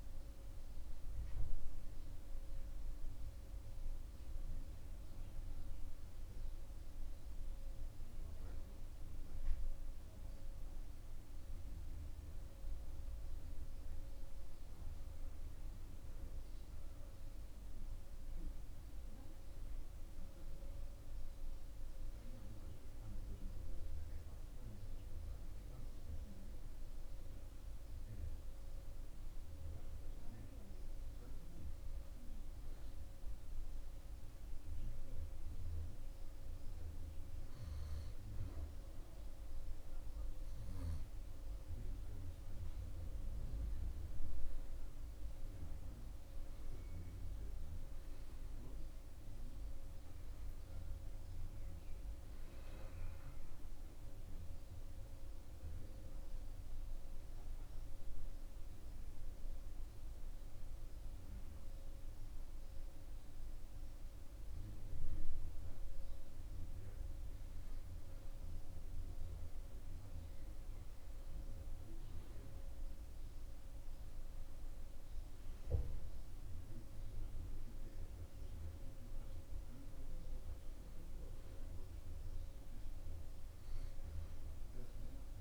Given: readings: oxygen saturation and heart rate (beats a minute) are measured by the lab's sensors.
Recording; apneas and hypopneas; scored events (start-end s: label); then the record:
breathing in sleep, hard to hear, by a room microphone; 2
0.00-7.50 s: oxygen desaturation (device-marked, oxygen 91% lowest, heart rate 65 extreme)
31.50-42.00 s: hypopnea (oxygen 98% before, 91% lowest, heart rate 79 before, 75 extreme, up 22 after)
43.50-47.50 s: arousal
55.50-69.50 s: oxygen desaturation (device-marked, oxygen 94% before, 91% lowest, heart rate 81 before, 85 extreme)
61.50-71.50 s: obstructive apnea (oxygen 95% before, 91% lowest, heart rate 85 before, 85 extreme, up 8 after)
74.00-78.00 s: arousal
82.50-85.41 s: oxygen desaturation (device-marked, oxygen 96% before, 92% lowest, heart rate 91 before, 86 extreme)
From the record:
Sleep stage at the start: N2 (light sleep); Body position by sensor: on the back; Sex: male